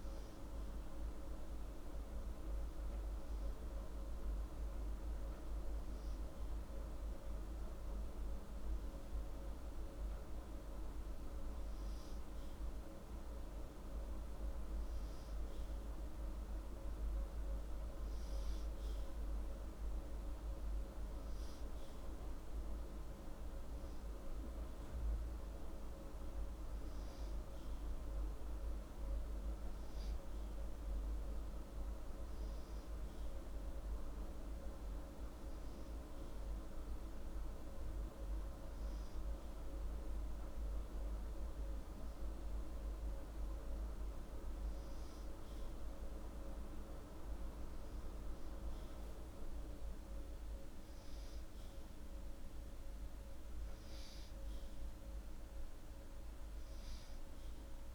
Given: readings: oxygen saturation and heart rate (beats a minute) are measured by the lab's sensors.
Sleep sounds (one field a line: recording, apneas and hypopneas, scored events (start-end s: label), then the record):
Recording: breathing in sleep, hard to hear, by a room microphone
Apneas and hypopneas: none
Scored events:
none scored
From the record:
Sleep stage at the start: N2 (light sleep)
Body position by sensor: upright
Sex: male